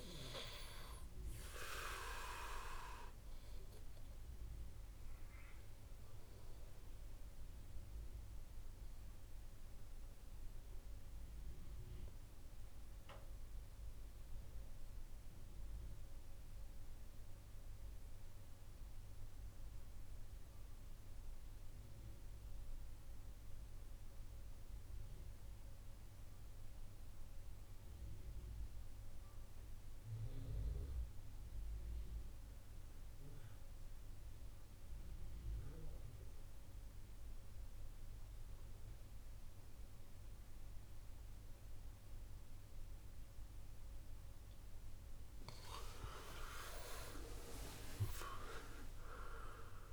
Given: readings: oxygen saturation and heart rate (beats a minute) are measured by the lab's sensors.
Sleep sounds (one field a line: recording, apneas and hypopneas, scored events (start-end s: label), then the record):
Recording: breathing in sleep by a room microphone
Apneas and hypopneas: 1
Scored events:
0.00-17.00 s: oxygen desaturation (device-marked, oxygen 89% lowest, heart rate 63 extreme)
5.00-45.00 s: obstructive apnea (oxygen 98% before, 86% lowest, heart rate 68 before, 58 extreme, up 8 after)
33.00-49.93 s: oxygen desaturation (device-marked, oxygen 98% before, 86% lowest, heart rate 64 before, 58 extreme)
45.50-49.93 s: arousal
From the record:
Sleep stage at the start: N2 (light sleep)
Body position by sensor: on the back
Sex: male